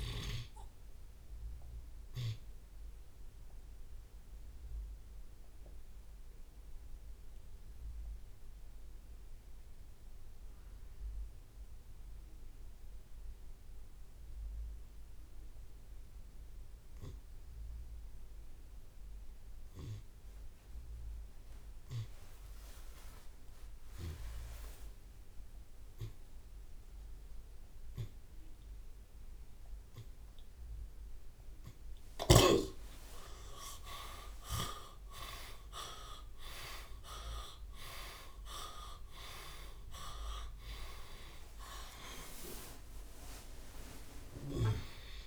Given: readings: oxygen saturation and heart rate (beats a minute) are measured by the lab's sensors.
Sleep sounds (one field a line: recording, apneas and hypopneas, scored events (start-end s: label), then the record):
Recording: breathing in sleep by a room microphone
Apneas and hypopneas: 1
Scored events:
0.50-2.50 s: long interval between heartbeats (device-marked, heart rate 98 before, 50 extreme)
4.00-6.00 s: long interval between heartbeats (device-marked, heart rate 92 before, 70 extreme)
5.00-26.50 s: obstructive apnea (oxygen 98% before, 80% lowest)
6.50-8.50 s: long interval between heartbeats (device-marked, heart rate 87 before, 49 extreme)
17.00-19.00 s: long interval between heartbeats (device-marked, heart rate 48 before, 29 extreme)
18.00-26.00 s: oxygen desaturation (device-marked, oxygen 97% before, 92% lowest, heart rate 47 before, 43 extreme)
19.00-21.00 s: tachycardia (device-marked, heart rate 53 before, 43 extreme)
20.00-22.00 s: long interval between heartbeats (device-marked, heart rate 45 before, 43 extreme)
20.00-29.00 s: drop in pulse transit time (device-marked, heart rate 45 before, 43 extreme)
22.00-24.00 s: long interval between heartbeats (device-marked, heart rate 47 before, 101 extreme)
22.00-32.00 s: tachycardia (device-marked, heart rate 53 before, 124 extreme)
25.00-27.00 s: long interval between heartbeats (device-marked, heart rate 52 before, 105 extreme)
27.00-29.00 s: long interval between heartbeats (device-marked, heart rate 57 before, 120 extreme)
30.50-32.50 s: long interval between heartbeats (device-marked, heart rate 68 before, 111 extreme)
34.50-39.50 s: arousal
35.00-37.00 s: long interval between heartbeats (device-marked, heart rate 85 before, 87 extreme)
37.50-39.50 s: long interval between heartbeats (device-marked, heart rate 92 before, 85 extreme)
42.00-44.00 s: long interval between heartbeats (device-marked, heart rate 98 before, 63 extreme)
From the record:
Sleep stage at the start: N2 (light sleep)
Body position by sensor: on the left side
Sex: male